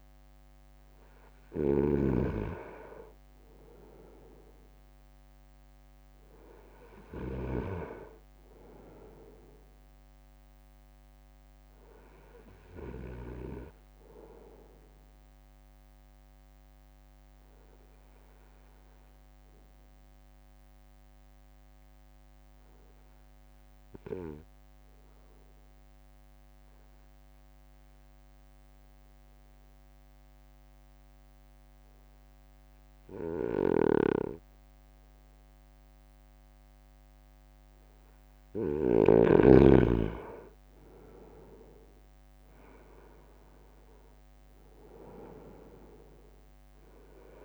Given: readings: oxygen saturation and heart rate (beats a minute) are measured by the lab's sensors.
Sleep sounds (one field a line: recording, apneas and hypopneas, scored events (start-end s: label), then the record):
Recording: breathing in sleep by a microphone on the trachea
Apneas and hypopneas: 1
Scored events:
0.00-8.00 s: snoring (device-marked)
20.50-37.50 s: obstructive apnea (oxygen 95% before, 93% lowest, heart rate 56 before, 54 extreme, up 3 after)
40.50-47.45 s: drop in pulse transit time (device-marked, heart rate 57 before, 54 extreme)
41.50-45.00 s: arousal
From the record:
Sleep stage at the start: N2 (light sleep)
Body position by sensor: on the front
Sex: male